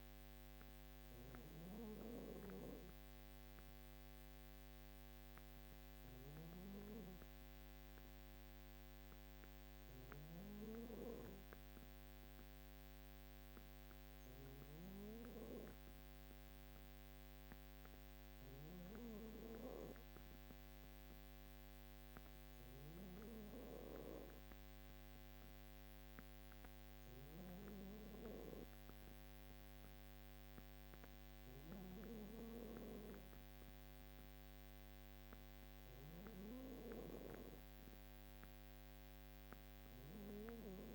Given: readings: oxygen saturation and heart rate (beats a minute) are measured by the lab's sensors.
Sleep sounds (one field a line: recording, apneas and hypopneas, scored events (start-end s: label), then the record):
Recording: breathing in sleep by a microphone on the trachea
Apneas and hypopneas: none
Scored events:
none scored
From the record:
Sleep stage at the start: N2 (light sleep)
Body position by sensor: on the back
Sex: female